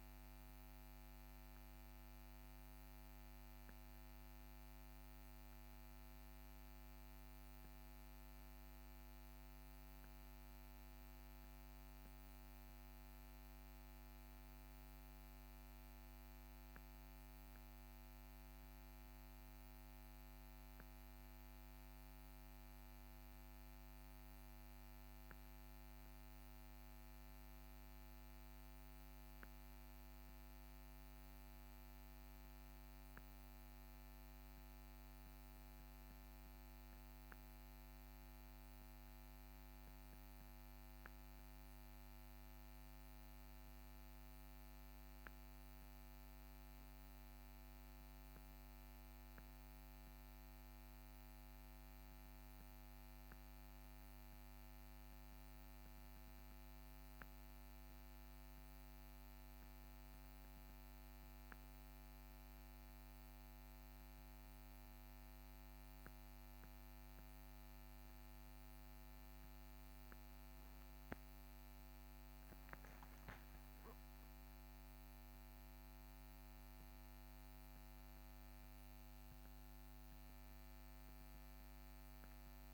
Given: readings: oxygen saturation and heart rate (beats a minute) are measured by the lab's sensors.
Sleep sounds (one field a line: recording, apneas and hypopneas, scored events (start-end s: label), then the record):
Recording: a person awake in a sleep study, hard to hear, by a microphone on the trachea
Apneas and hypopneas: none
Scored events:
none scored
From the record:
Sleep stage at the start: awake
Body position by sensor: on the back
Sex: male